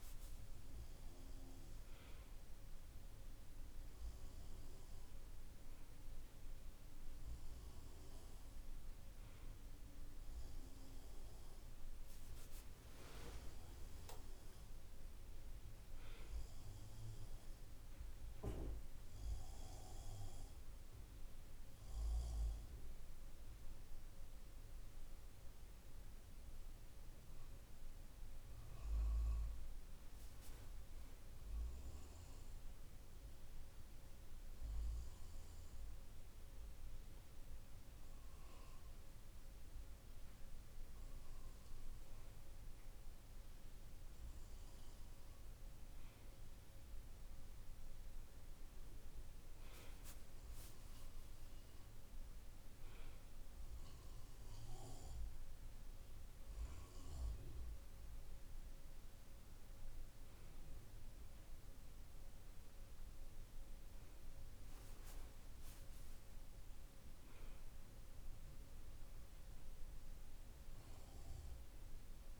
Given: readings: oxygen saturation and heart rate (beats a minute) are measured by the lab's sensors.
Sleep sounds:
breathing in sleep, hard to hear, by a room microphone; none
none scored
From the record:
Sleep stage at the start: N2 (light sleep); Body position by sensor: on the right side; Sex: male

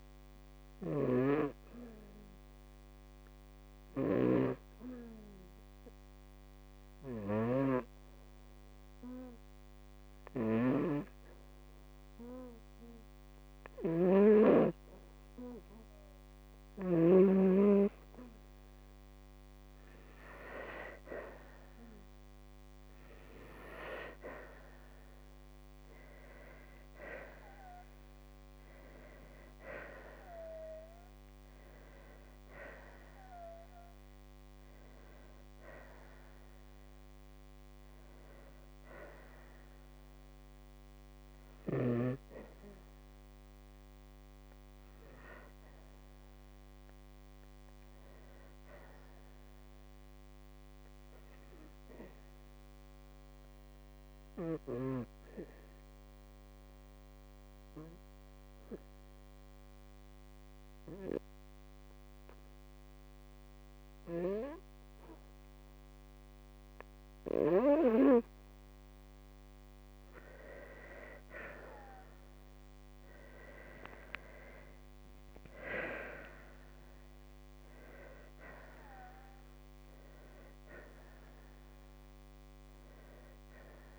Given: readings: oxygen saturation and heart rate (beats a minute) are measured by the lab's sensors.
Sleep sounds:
breathing in sleep by a microphone on the trachea; 2
2.00-14.00 s: obstructive apnea (oxygen 97% before, 93% lowest, heart rate 57 before, 55 extreme, up 2 after)
11.50-27.50 s: oxygen desaturation (device-marked, oxygen 97% before, 93% lowest, heart rate 56 before, 55 extreme)
17.50-21.50 s: arousal
32.50-37.00 s: arousal
53.00-67.50 s: obstructive apnea (oxygen 97% before, 93% lowest, heart rate 57 before, 46 extreme, up 4 after)
54.50-73.50 s: oxygen desaturation (device-marked, oxygen 97% before, 93% lowest, heart rate 56 before, 46 extreme)
68.50-70.50 s: long interval between heartbeats (device-marked, heart rate 55 before, 55 extreme)
73.00-75.00 s: long interval between heartbeats (device-marked, heart rate 54 before, 55 extreme)
73.50-77.00 s: arousal
From the record:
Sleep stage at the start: N2 (light sleep); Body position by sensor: on the right side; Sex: female

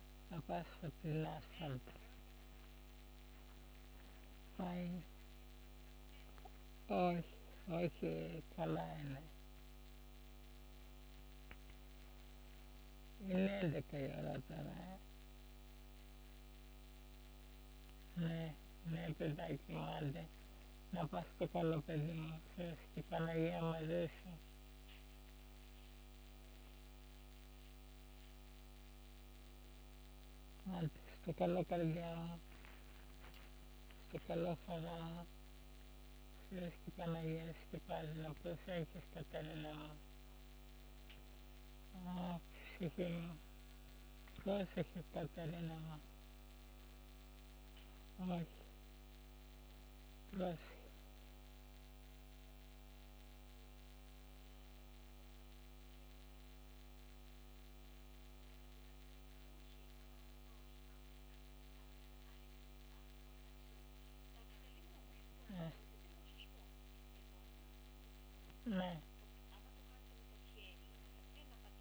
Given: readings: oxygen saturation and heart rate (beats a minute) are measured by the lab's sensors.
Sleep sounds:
a person awake in a sleep study, by a microphone on the trachea; none
0.50-5.00 s: snoring (device-marked)
7.00-21.50 s: snoring (device-marked)
30.50-35.00 s: snoring (device-marked)
37.00-42.50 s: snoring (device-marked)
44.50-48.50 s: snoring (device-marked)
From the record:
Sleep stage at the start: awake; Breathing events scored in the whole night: 105 in 6.2 hours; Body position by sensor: on the back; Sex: female

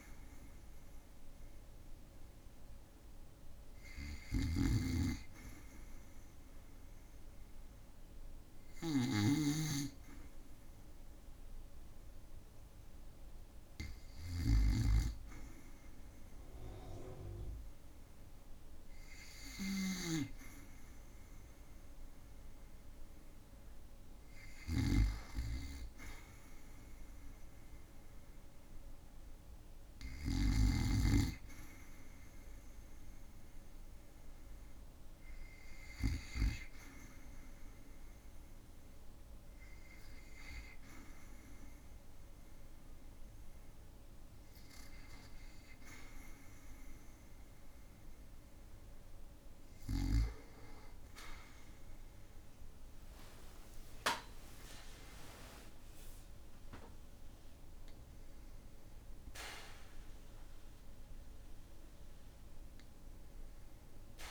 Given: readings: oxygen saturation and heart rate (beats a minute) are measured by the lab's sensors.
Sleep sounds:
breathing in sleep by a room microphone; 1
4.00-9.50 s: snoring (device-marked)
19.50-30.50 s: snoring (device-marked)
30.00-41.50 s: hypopnea (oxygen 95% before, 93% lowest, heart rate 65 before, 58 extreme, up 0 after)
52.00-57.00 s: arousal
From the record:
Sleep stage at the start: REM sleep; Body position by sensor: on the back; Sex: male

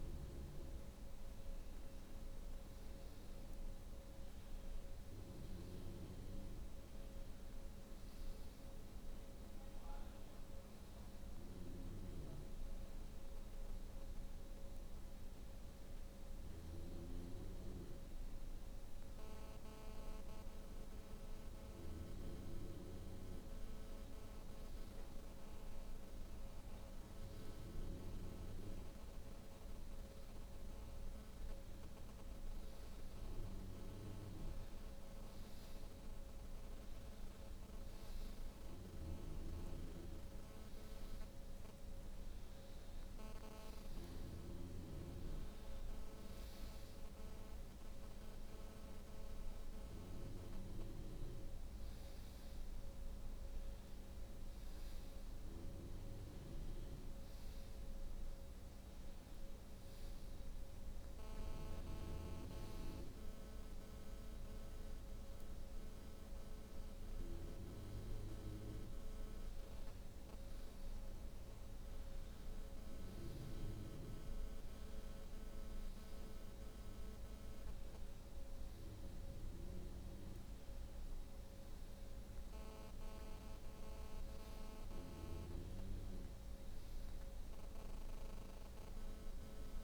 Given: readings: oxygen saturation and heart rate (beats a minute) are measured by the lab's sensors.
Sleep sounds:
breathing in sleep by a room microphone; none
none scored
From the record:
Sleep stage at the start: N2 (light sleep); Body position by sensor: on the back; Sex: female

